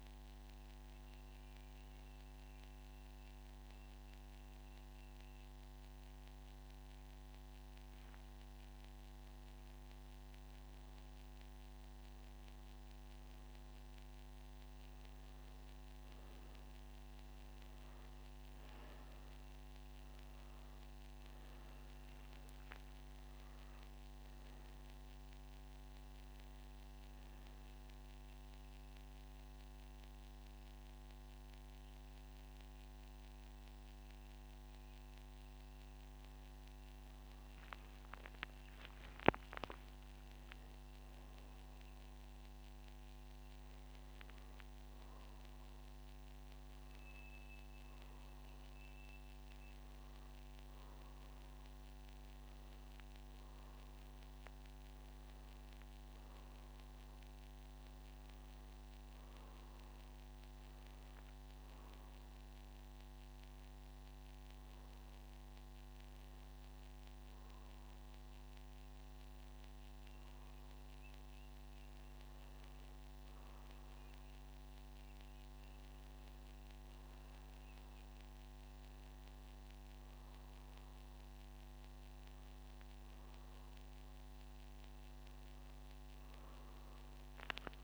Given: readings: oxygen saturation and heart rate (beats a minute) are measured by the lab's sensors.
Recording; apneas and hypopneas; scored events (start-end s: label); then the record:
breathing in sleep, hard to hear, by a microphone on the trachea; 1
2.00-14.00 s: hypopnea (oxygen 95% before, 93% lowest, heart rate 126 before, 123 extreme, up 2 after)
From the record:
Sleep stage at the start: N1 (lightest sleep); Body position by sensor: on the back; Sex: male